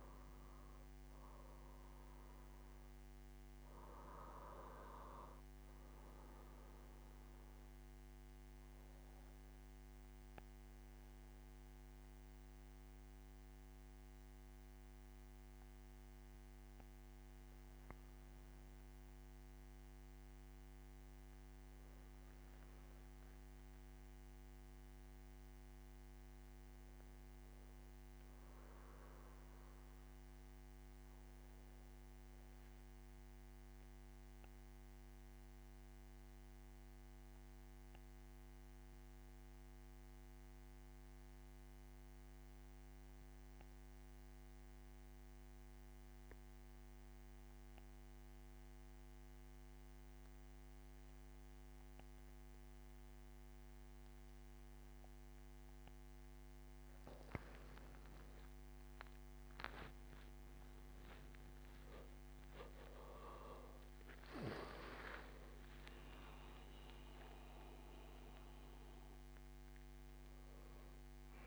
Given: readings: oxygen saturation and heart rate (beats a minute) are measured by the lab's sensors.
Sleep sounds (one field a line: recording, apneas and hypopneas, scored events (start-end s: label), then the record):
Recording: breathing in sleep by a microphone on the trachea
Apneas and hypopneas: 2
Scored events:
4.00-21.00 s: obstructive apnea (oxygen 97% before, 88% lowest, heart rate 80 before, 77 extreme, up 6 after)
22.50-25.00 s: arousal
32.00-55.50 s: obstructive apnea (oxygen 97% before, 88% lowest, heart rate 81 before, 73 extreme, up 11 after)
51.50-71.47 s: oxygen desaturation (device-marked, oxygen 97% before, 88% lowest, heart rate 81 before, 73 extreme)
57.50-62.00 s: arousal
57.50-71.47 s: new sleep stage, N1 (lightest sleep)
From the record:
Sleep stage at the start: N2 (light sleep)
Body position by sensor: on the back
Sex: male